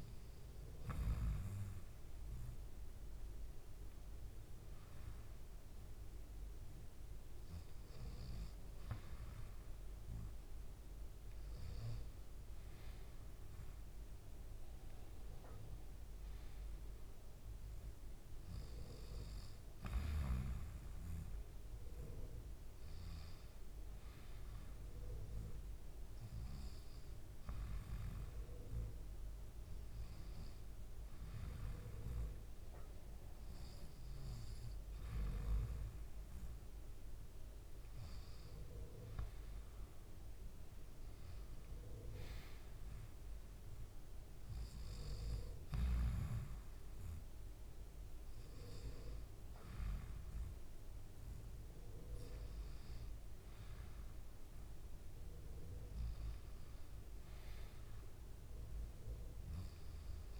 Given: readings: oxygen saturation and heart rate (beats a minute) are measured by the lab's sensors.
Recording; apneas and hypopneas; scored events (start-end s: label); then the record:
breathing in sleep by a room microphone; none
none scored
From the record:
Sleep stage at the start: N2 (light sleep); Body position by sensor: on the back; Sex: male